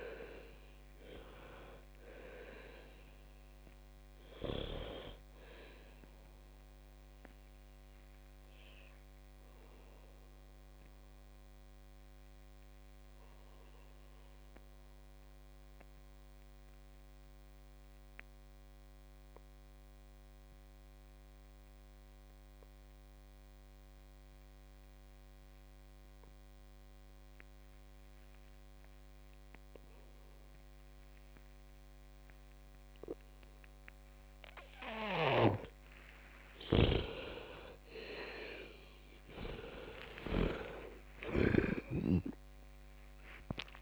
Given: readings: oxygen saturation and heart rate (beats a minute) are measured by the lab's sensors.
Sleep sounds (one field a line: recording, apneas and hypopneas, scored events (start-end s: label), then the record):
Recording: breathing in sleep by a microphone on the trachea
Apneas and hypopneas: 1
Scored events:
0.00-19.50 s: oxygen desaturation (device-marked, oxygen 89% lowest, heart rate 48 extreme)
7.00-36.50 s: obstructive apnea (oxygen 98% before, 89% lowest, heart rate 86 before, 48 extreme, up 42 after)
36.50-43.82 s: oxygen desaturation (device-marked, oxygen 98% before, 89% lowest, heart rate 52 before, 50 extreme)
40.00-43.82 s: arousal
42.50-43.82 s: snoring (device-marked)
From the record:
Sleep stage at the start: N2 (light sleep)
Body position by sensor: on the back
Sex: female